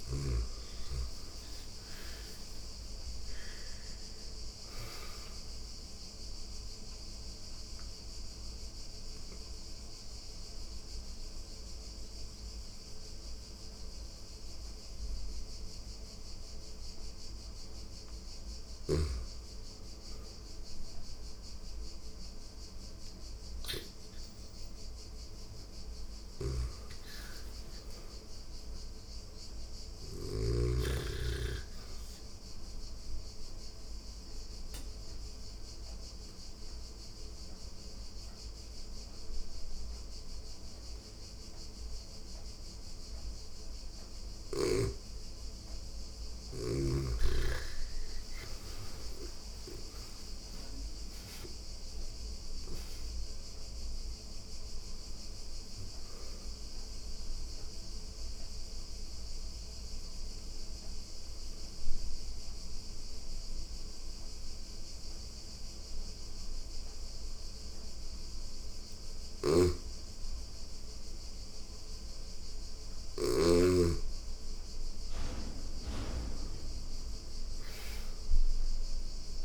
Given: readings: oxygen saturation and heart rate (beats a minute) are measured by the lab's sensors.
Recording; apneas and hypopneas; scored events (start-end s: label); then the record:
breathing in sleep by a room microphone; 3
0.00-3.00 s: arousal
5.00-18.00 s: oxygen desaturation (device-marked, oxygen 99% before, 88% lowest, heart rate 86 before, 84 extreme)
6.50-18.50 s: obstructive apnea (oxygen 99% before, 88% lowest, heart rate 86 before, 84 extreme, up 4 after)
23.00-26.00 s: arousal
25.50-29.50 s: snoring (device-marked)
28.00-34.00 s: oxygen desaturation (device-marked, oxygen 98% before, 94% lowest, heart rate 86 before, 84 extreme)
32.50-45.00 s: obstructive apnea (oxygen 98% before, 88% lowest, heart rate 86 before, 84 extreme, up 8 after)
47.00-51.00 s: arousal
54.00-65.00 s: oxygen desaturation (device-marked, oxygen 96% before, 88% lowest, heart rate 87 before, 85 extreme)
56.00-70.50 s: obstructive apnea (oxygen 97% before, 87% lowest, heart rate 87 before, 85 extreme, up 2 after)
68.50-72.50 s: snoring (device-marked)
73.00-77.50 s: arousal
76.00-79.45 s: oxygen desaturation (device-marked, oxygen 99% before, 89% lowest, heart rate 87 before, 85 extreme)
From the record:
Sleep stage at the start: N2 (light sleep); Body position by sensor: on the back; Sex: female